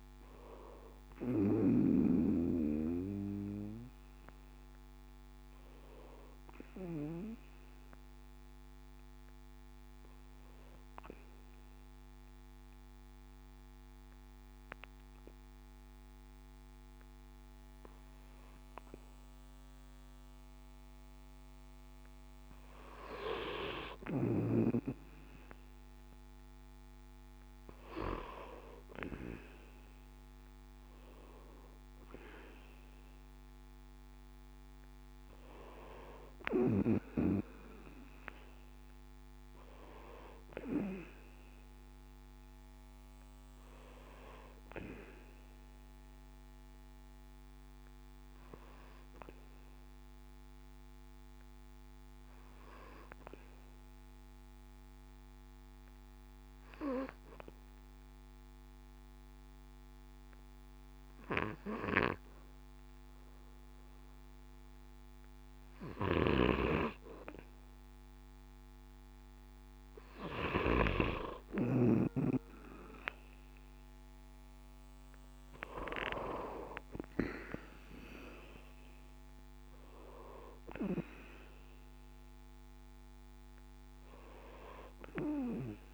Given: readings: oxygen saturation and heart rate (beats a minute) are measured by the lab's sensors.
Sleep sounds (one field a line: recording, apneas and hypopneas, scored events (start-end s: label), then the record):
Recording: breathing in sleep by a microphone on the trachea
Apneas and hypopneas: 2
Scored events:
7.00-21.00 s: obstructive apnea (oxygen 97% before, 95% lowest, heart rate 68 before, 63 extreme, up 4 after)
28.50-33.00 s: arousal
53.50-67.00 s: obstructive apnea (oxygen 98% before, 95% lowest, heart rate 69 before, 64 extreme, up 4 after)
71.00-75.50 s: arousal
From the record:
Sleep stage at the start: N2 (light sleep)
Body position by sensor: on the back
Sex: male